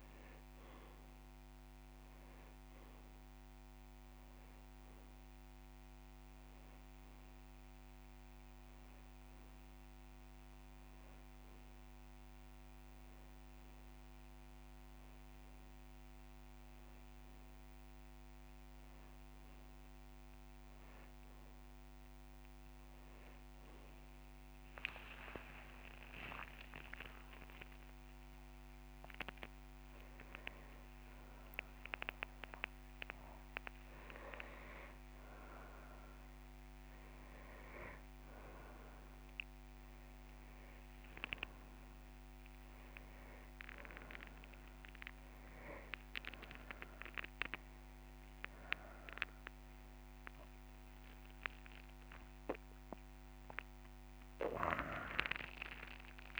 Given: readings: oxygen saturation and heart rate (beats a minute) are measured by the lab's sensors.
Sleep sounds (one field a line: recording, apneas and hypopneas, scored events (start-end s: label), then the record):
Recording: breathing in sleep by a microphone on the trachea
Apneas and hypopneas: 1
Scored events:
2.50-4.50 s: long interval between heartbeats (device-marked)
2.50-13.50 s: oxygen desaturation (device-marked, oxygen 98% before, 92% lowest)
9.50-19.50 s: hypopnea (oxygen 98% before, 94% lowest)
19.50-21.50 s: long interval between heartbeats (device-marked)
26.00-31.00 s: arousal
41.50-56.40 s: oxygen desaturation (device-marked, oxygen 98% before, 94% lowest)
42.50-44.50 s: long interval between heartbeats (device-marked)
From the record:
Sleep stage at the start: N2 (light sleep)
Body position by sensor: on the back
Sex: male